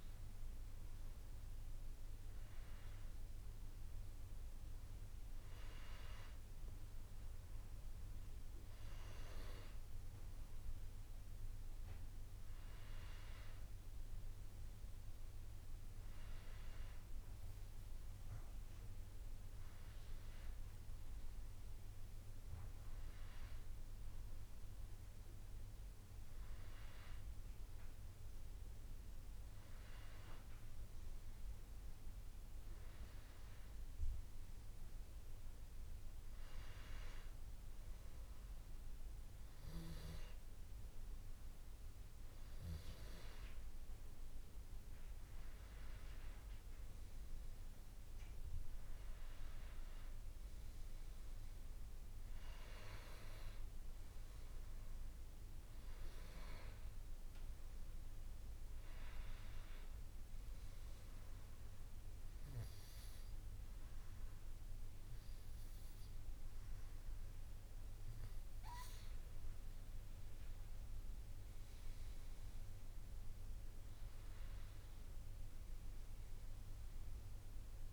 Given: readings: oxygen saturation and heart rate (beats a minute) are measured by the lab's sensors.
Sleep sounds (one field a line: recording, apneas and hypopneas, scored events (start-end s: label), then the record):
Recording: breathing in sleep by a room microphone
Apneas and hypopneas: 1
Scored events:
0.00-3.00 s: arousal
60.50-71.00 s: obstructive apnea (oxygen 97% before, 94% lowest, heart rate 84 before, 80 extreme, up 5 after)
72.50-76.00 s: arousal
From the record:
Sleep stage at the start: N2 (light sleep)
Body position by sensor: on the back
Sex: male